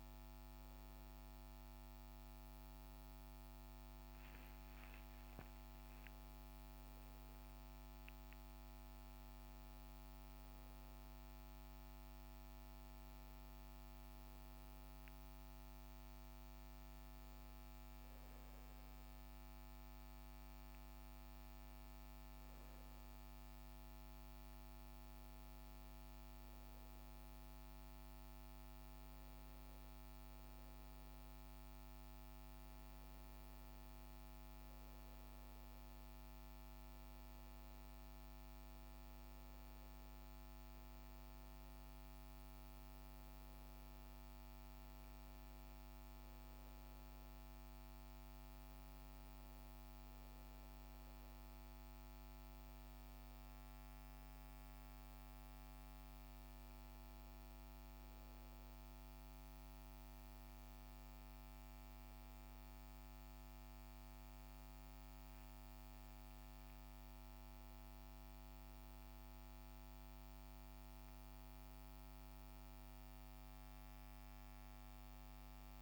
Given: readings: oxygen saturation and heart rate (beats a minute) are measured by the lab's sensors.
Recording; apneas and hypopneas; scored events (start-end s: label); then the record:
breathing in sleep, hard to hear, by a microphone on the trachea; none
53.50-75.82 s: new sleep stage, N2 (light sleep)
From the record:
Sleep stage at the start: N1 (lightest sleep); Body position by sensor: on the right side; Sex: male